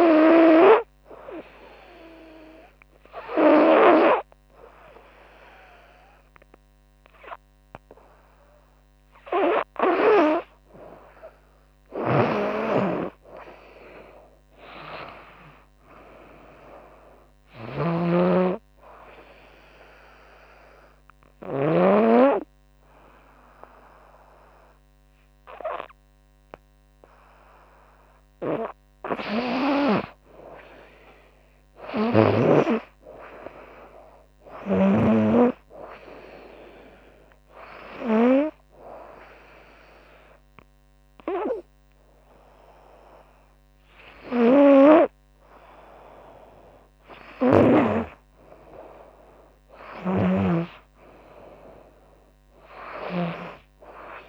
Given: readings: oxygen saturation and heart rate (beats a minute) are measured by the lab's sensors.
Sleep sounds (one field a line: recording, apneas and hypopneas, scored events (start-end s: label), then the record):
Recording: breathing in sleep by a microphone on the trachea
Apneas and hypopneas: 1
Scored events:
11.50-21.50 s: snoring (device-marked)
14.50-17.00 s: arousal
19.00-29.00 s: hypopnea (oxygen 96% before, 93% lowest, heart rate 80 before, 75 extreme, up 9 after)
31.00-34.50 s: arousal
36.00-52.00 s: oxygen desaturation (device-marked, oxygen 97% before, 94% lowest, heart rate 80 before, 75 extreme)
49.50-53.00 s: snoring (device-marked)
50.50-53.00 s: arousal
From the record:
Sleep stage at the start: N2 (light sleep)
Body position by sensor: on the right side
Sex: female